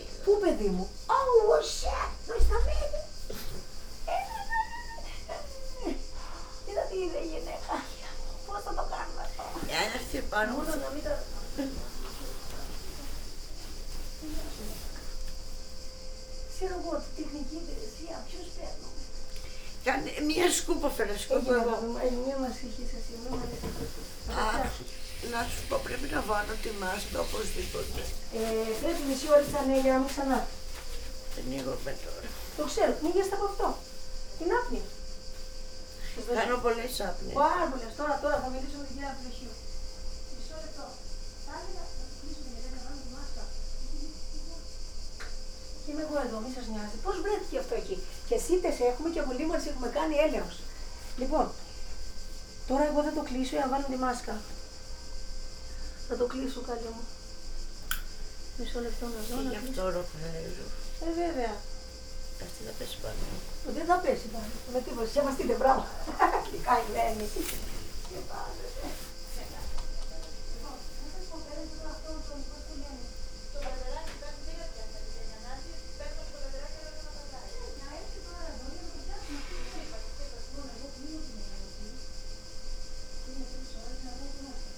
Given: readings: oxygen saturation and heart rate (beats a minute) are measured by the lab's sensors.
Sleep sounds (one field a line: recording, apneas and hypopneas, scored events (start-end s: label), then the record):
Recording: a person awake in a sleep study, by a room microphone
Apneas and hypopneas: none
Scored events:
52.00-72.00 s: oxygen desaturation (device-marked, oxygen 98% before, 94% lowest)
From the record:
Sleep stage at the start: awake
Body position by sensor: on the back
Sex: female